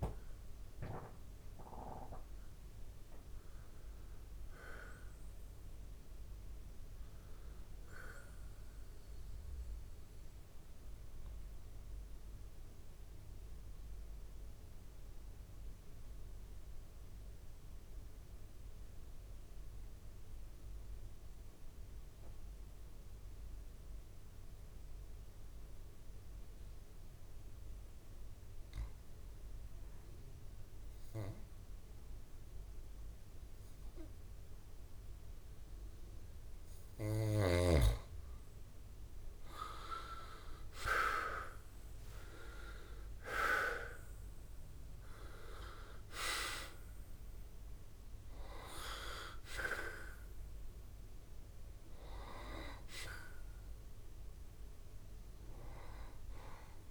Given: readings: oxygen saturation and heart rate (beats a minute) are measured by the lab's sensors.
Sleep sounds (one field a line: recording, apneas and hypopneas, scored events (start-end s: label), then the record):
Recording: breathing in sleep by a room microphone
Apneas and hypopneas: 1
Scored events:
0.00-11.50 s: oxygen desaturation (device-marked, oxygen 86% lowest, heart rate 65 extreme)
9.50-36.50 s: obstructive apnea (oxygen 97% before, 84% lowest, heart rate 83 before, 65 extreme, up 47 after)
31.50-56.91 s: oxygen desaturation (device-marked, oxygen 98% before, 84% lowest, heart rate 94 before, 64 extreme)
39.50-43.50 s: arousal
From the record:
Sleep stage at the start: N2 (light sleep)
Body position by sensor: on the back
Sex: male